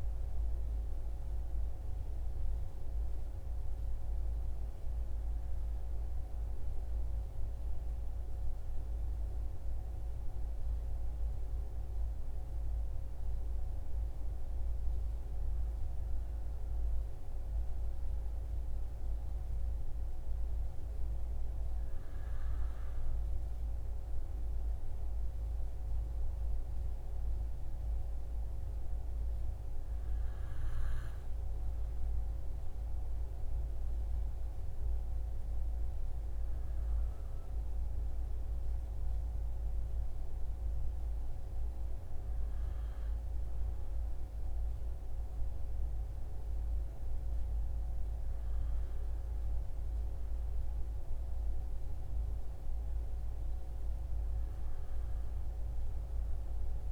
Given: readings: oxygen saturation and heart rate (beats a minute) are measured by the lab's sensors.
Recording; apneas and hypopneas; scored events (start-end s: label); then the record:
breathing in sleep, hard to hear, by a room microphone; 1
6.00-16.50 s: central apnea (oxygen 97% before, 95% lowest, heart rate 79 before, 57 extreme, up 5 after)
18.00-22.00 s: arousal
29.00-56.92 s: new sleep stage, N2 (light sleep)
From the record:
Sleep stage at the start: N1 (lightest sleep); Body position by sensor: on the back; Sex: male